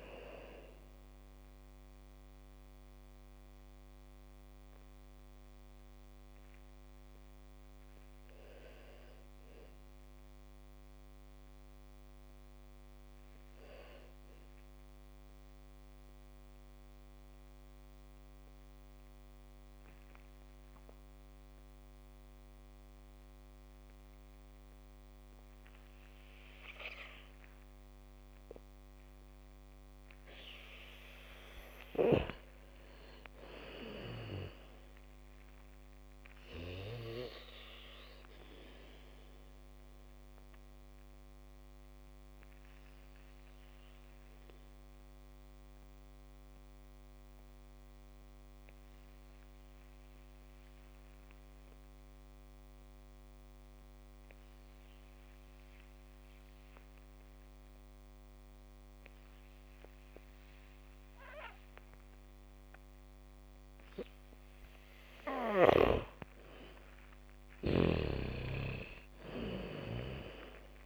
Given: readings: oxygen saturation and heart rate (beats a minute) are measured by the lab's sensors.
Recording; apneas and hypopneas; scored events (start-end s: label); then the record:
breathing in sleep by a microphone on the trachea; 2
0.00-17.50 s: oxygen desaturation (device-marked, oxygen 76% lowest, heart rate 38 extreme)
14.50-31.50 s: mixed apnea (oxygen 96% before, 82% lowest, heart rate 74 before, 58 extreme, up 6 after)
32.50-36.50 s: arousal
33.50-52.50 s: oxygen desaturation (device-marked, oxygen 98% before, 87% lowest, heart rate 74 before, 47 extreme)
42.00-64.50 s: obstructive apnea (oxygen 100% before, 82% lowest, heart rate 70 before, 47 extreme, up 3 after)
58.50-70.86 s: oxygen desaturation (device-marked, oxygen 98% before, 82% lowest, heart rate 77 before, 47 extreme)
67.00-70.86 s: arousal
67.50-70.86 s: bradycardia (device-marked, heart rate 71 before, 47 extreme)
From the record:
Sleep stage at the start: N2 (light sleep); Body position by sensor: on the back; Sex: female